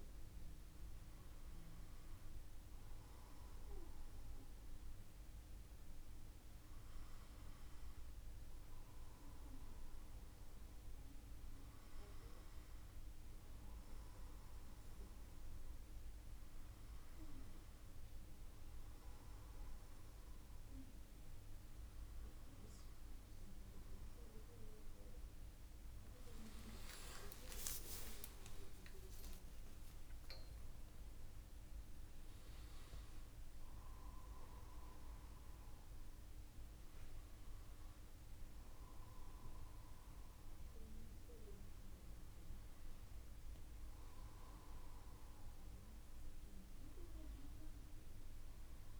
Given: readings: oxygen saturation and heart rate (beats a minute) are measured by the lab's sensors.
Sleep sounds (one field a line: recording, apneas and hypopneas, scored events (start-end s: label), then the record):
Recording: a person partly awake in a sleep study, hard to hear, by a room microphone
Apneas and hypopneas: none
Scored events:
32.00-49.00 s: new sleep stage, awake
From the record:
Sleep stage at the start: N1 (lightest sleep)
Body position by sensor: on the back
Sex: male